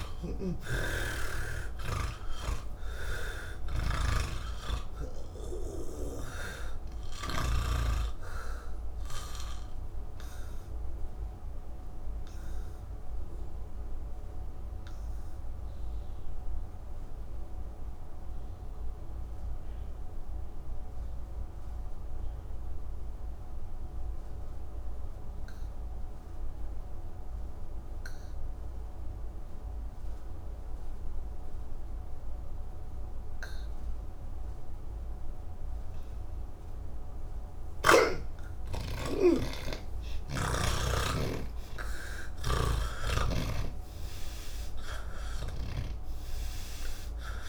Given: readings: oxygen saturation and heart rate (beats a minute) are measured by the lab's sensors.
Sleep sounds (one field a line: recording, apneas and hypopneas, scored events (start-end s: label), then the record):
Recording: breathing in sleep by a room microphone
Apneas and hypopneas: 1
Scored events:
0.00-23.50 s: oxygen desaturation (device-marked, oxygen 80% lowest, heart rate 88 extreme)
9.50-39.00 s: obstructive apnea (oxygen 98% before, 79% lowest, heart rate 172 before, 88 extreme)
25.50-47.49 s: oxygen desaturation (device-marked, oxygen 98% before, 79% lowest, heart rate 178 before, 80 extreme)
42.50-47.49 s: snoring (device-marked)
From the record:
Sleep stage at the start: N2 (light sleep)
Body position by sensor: on the back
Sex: male